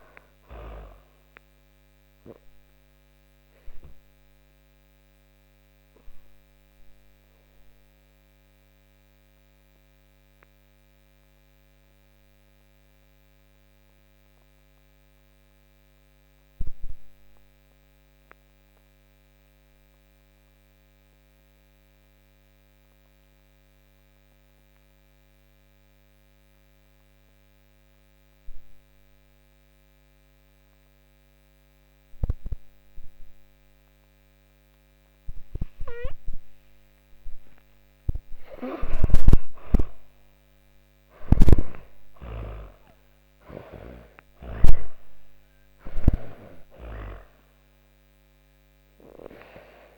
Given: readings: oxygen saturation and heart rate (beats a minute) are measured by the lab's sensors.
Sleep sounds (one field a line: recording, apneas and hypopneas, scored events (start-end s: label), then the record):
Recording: breathing in sleep by a microphone on the trachea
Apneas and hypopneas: 1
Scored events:
0.00-22.50 s: oxygen desaturation (device-marked, oxygen 76% lowest)
1.00-36.00 s: obstructive apnea (oxygen 98% before, 76% lowest)
29.50-49.98 s: oxygen desaturation (device-marked, oxygen 98% before, 78% lowest)
37.00-41.50 s: arousal
From the record:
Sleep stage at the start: N2 (light sleep)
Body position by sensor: on the back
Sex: female